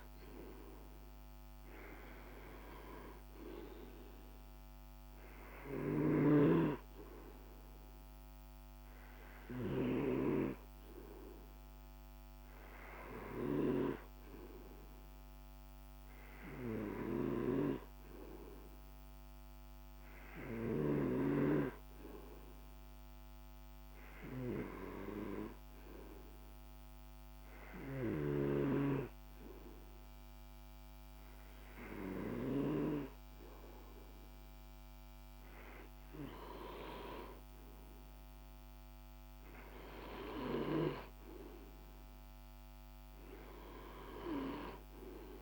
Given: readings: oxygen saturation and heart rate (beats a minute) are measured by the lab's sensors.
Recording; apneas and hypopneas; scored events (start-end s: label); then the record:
breathing in sleep by a microphone on the trachea; 1
0.00-20.00 s: oxygen desaturation (device-marked, oxygen 93% lowest, heart rate 49 extreme)
16.00-34.50 s: hypopnea (oxygen 98% before, 94% lowest, heart rate 51 before, 50 extreme, up 1 after)
37.00-40.00 s: arousal
43.00-45.42 s: new sleep stage, REM sleep
From the record:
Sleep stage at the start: N2 (light sleep); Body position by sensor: on the back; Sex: male